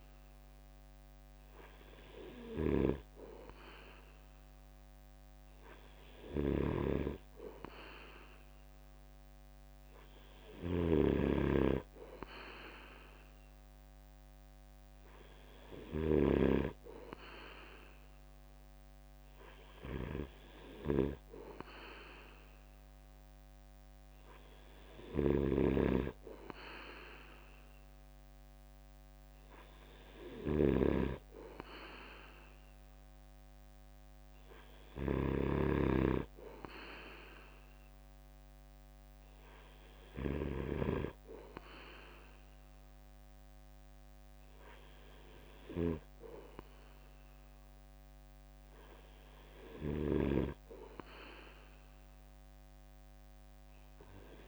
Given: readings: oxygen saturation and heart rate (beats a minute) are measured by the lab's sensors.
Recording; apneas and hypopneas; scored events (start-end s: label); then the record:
breathing in sleep by a microphone on the trachea; none
6.00-16.00 s: snoring (device-marked)
25.00-40.50 s: snoring (device-marked)
49.50-54.47 s: snoring (device-marked)
From the record:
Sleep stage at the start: N3 (deep sleep); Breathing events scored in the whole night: 77 in 4.9 hours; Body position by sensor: on the right side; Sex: male